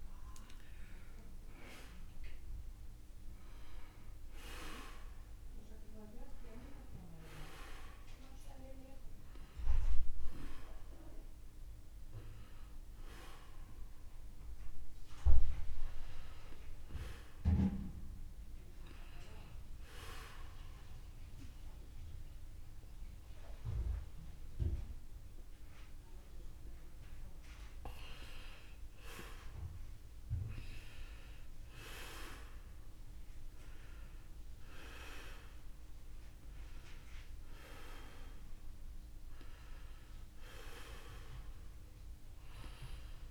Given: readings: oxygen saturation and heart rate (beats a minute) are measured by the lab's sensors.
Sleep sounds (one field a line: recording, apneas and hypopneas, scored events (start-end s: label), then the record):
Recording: breathing in sleep by a room microphone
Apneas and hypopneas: 1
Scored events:
20.50-31.50 s: obstructive apnea (oxygen 96% before, 90% lowest, heart rate 72 before, 67 extreme, up 0 after)
30.00-43.31 s: oxygen desaturation (device-marked, oxygen 96% before, 90% lowest, heart rate 70 before, 67 extreme)
33.00-36.50 s: arousal
From the record:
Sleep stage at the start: N2 (light sleep)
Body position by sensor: on the back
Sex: male